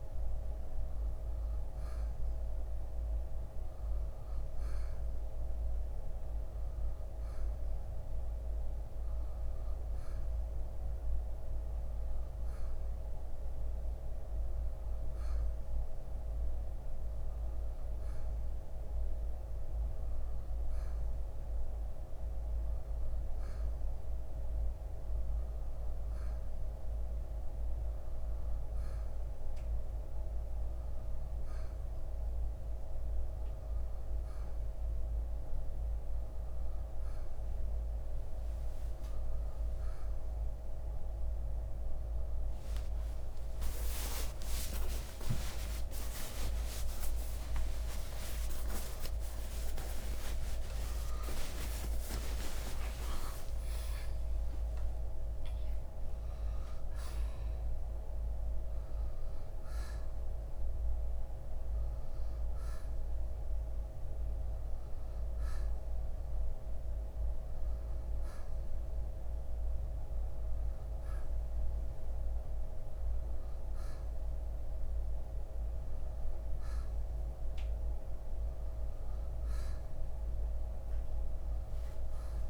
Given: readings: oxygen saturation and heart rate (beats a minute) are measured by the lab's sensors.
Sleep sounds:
breathing in sleep, hard to hear, by a room microphone; none
49.00-54.00 s: arousal
57.50-72.50 s: oxygen desaturation (device-marked, oxygen 93% before, 89% lowest, heart rate 93 before, 64 extreme)
From the record:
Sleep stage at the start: N1 (lightest sleep); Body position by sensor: on the right side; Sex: male

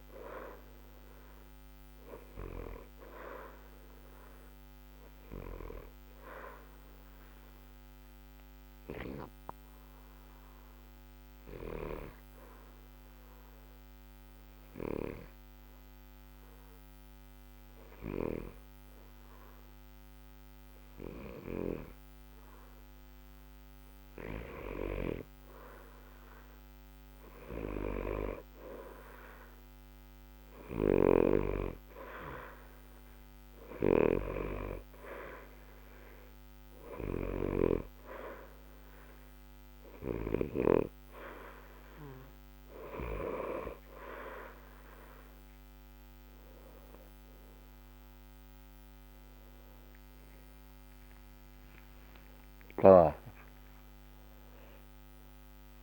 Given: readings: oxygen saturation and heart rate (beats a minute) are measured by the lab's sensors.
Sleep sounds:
breathing in sleep by a microphone on the trachea; 1
0.00-18.00 s: oxygen desaturation (device-marked, oxygen 87% lowest, heart rate 60 extreme)
7.00-25.00 s: mixed apnea (oxygen 93% before, 87% lowest, heart rate 60 before, 60 extreme, up 2 after)
28.00-31.50 s: arousal
38.00-55.83 s: oxygen desaturation (device-marked, oxygen 93% before, 87% lowest, heart rate 61 before, 60 extreme)
47.00-55.83 s: new sleep stage, awake
From the record:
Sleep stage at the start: N2 (light sleep); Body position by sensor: on the back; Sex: male

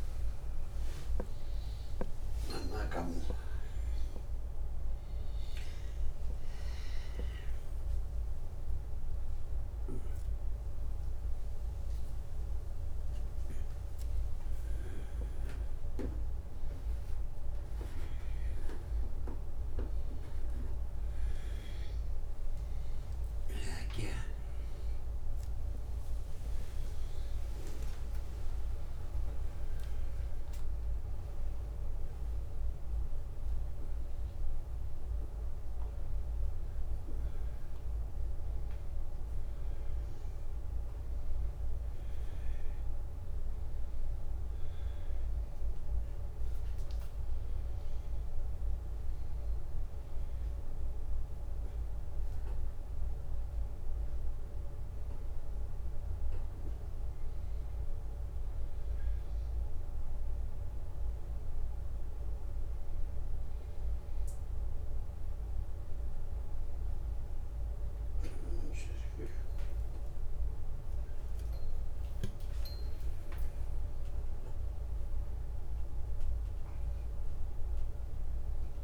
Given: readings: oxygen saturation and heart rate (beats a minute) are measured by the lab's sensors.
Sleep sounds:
a person awake in a sleep study, hard to hear, by a room microphone; none
61.00-76.00 s: oxygen desaturation (device-marked, oxygen 97% before, 94% lowest, heart rate 127 before, 92 extreme)
From the record:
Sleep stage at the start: awake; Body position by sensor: upright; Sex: male

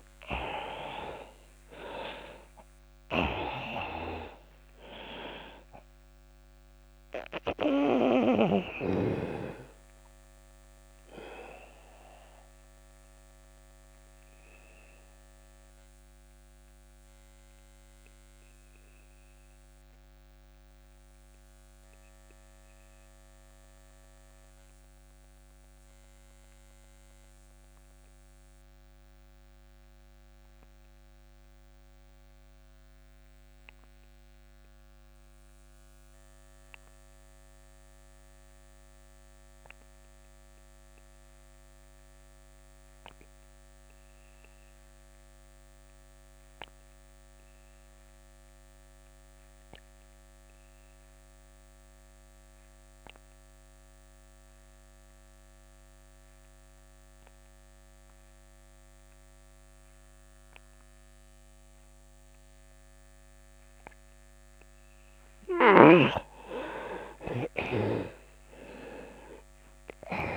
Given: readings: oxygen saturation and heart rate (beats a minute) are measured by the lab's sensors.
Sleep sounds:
breathing in sleep by a microphone on the trachea; 1
0.00-30.00 s: oxygen desaturation (device-marked, oxygen 82% lowest)
6.50-64.50 s: obstructive apnea (oxygen 98% before, 79% lowest)
48.00-70.37 s: oxygen desaturation (device-marked, oxygen 98% before, 79% lowest)
67.00-70.37 s: arousal
From the record:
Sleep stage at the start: N2 (light sleep); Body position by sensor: on the back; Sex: male

